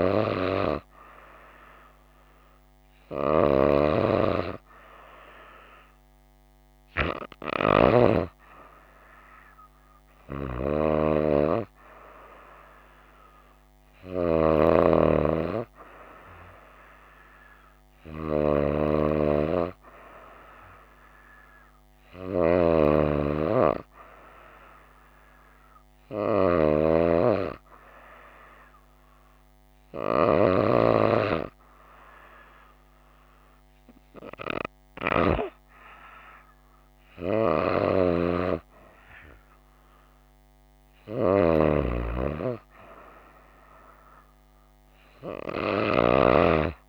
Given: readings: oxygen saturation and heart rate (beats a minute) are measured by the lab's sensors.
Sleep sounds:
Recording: breathing in sleep by a microphone on the trachea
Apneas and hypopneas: none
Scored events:
none scored
From the record:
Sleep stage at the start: N2 (light sleep)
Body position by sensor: on the right side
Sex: female

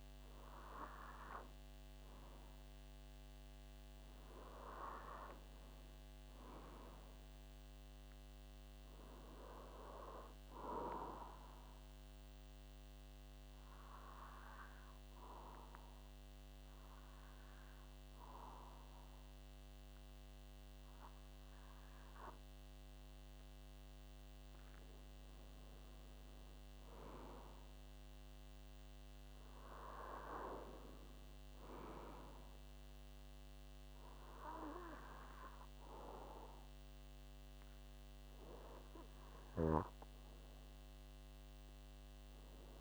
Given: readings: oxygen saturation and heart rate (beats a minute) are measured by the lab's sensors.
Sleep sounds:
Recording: breathing in sleep by a microphone on the trachea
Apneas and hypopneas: 1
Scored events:
4.00-7.50 s: arousal
12.00-23.50 s: obstructive apnea (oxygen 94% before, 91% lowest)
37.50-41.00 s: arousal
From the record:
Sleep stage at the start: N2 (light sleep)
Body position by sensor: on the back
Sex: male

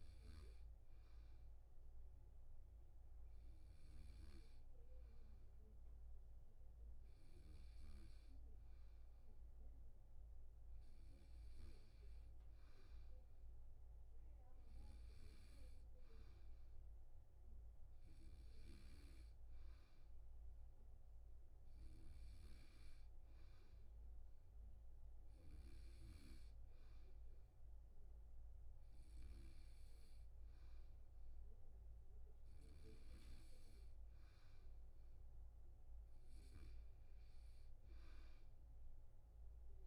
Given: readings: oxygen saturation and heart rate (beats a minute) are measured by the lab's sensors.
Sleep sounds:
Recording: breathing in sleep by a room microphone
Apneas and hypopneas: none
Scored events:
0.00-3.00 s: oxygen desaturation (device-marked, oxygen 94% lowest, heart rate 72 extreme)
From the record:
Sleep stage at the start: N2 (light sleep)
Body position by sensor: on the back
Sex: male

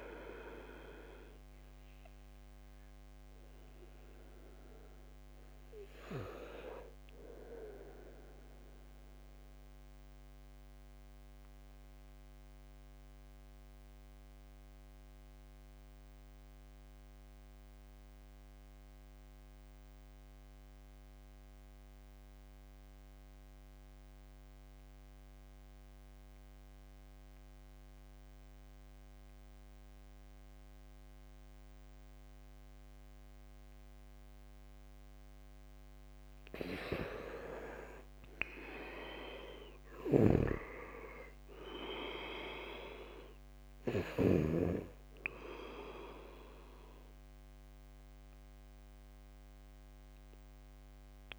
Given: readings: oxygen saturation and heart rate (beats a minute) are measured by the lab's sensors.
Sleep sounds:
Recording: breathing in sleep by a microphone on the trachea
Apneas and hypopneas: 1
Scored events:
0.00-22.50 s: oxygen desaturation (device-marked, oxygen 84% lowest, heart rate 54 extreme)
8.00-34.50 s: mixed apnea (oxygen 98% before, 78% lowest, heart rate 71 before, 54 extreme, up 11 after)
26.50-35.50 s: bradycardia (device-marked, heart rate 69 before, 54 extreme)
39.50-44.00 s: snoring (device-marked)
From the record:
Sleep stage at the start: N2 (light sleep)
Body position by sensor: on the back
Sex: male

